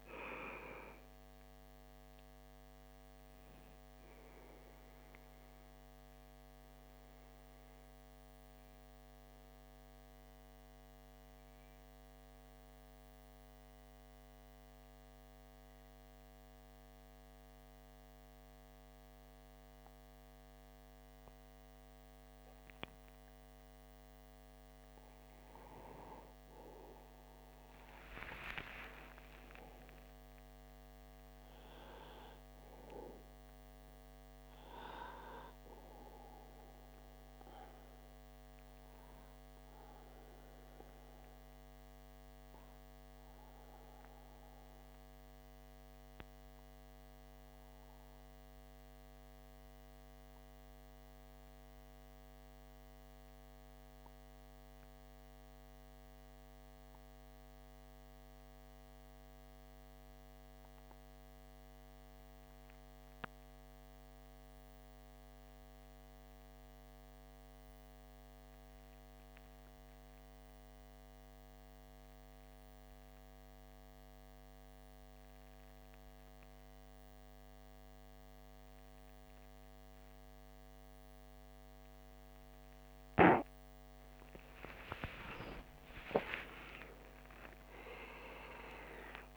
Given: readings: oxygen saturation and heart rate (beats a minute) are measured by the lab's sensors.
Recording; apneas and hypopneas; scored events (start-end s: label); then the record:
breathing in sleep by a microphone on the trachea; 2
0.00-15.00 s: oxygen desaturation (device-marked, oxygen 90% lowest)
4.00-24.50 s: obstructive apnea (oxygen 96% before, 90% lowest)
26.00-30.00 s: arousal
39.00-83.50 s: obstructive apnea (oxygen 98% before, 85% lowest)
73.00-89.37 s: oxygen desaturation (device-marked, oxygen 97% before, 85% lowest)
84.00-88.50 s: arousal
From the record:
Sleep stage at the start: N2 (light sleep); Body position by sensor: on the back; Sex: male